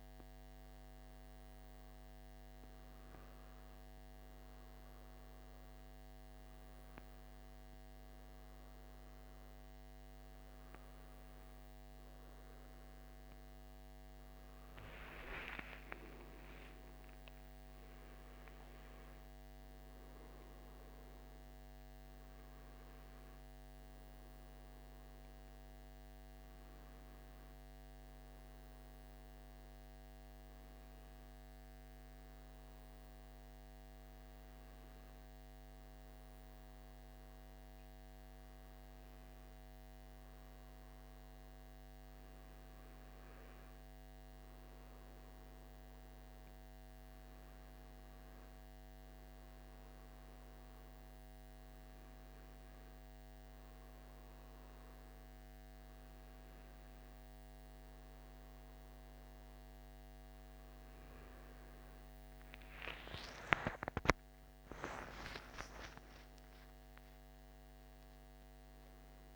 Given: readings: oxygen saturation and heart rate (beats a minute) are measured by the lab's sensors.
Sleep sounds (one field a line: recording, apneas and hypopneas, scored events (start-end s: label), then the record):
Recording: breathing in sleep by a microphone on the trachea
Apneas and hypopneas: none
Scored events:
12.00-16.00 s: arousal
From the record:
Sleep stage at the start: N2 (light sleep)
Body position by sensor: on the back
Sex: male